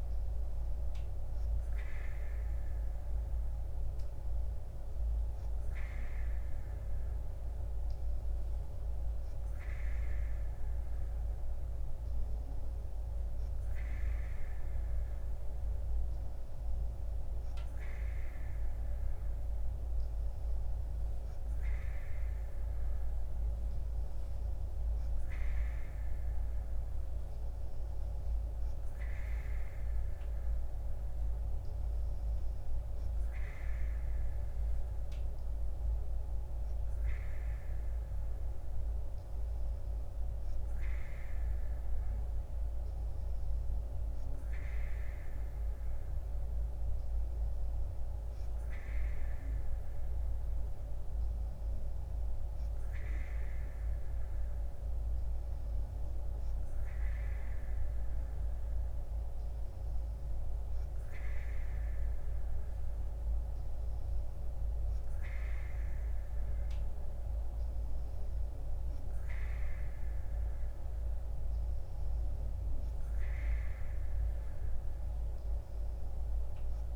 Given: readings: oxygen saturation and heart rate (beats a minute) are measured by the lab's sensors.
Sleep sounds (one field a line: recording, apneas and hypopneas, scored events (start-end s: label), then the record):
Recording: breathing in sleep, hard to hear, by a room microphone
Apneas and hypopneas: none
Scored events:
15.50-76.96 s: new sleep stage, N3 (deep sleep)
From the record:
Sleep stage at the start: N2 (light sleep)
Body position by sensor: on the right side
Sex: female